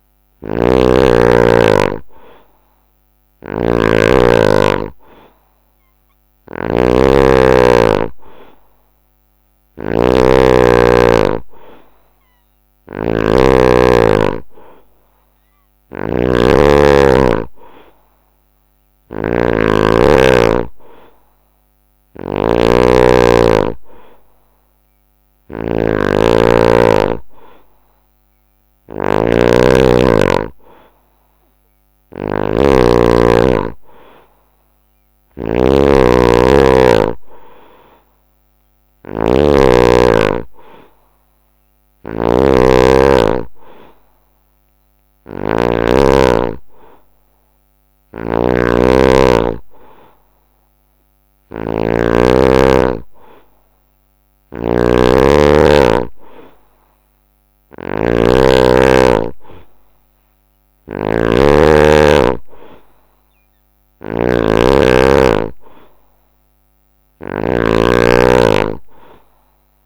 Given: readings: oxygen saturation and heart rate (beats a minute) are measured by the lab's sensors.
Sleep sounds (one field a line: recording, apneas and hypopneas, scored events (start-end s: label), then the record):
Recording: breathing in sleep by a microphone on the trachea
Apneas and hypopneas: none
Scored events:
0.00-45.50 s: snoring (device-marked)
47.50-69.86 s: snoring (device-marked)
From the record:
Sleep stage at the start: N2 (light sleep)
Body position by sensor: on the right side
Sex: male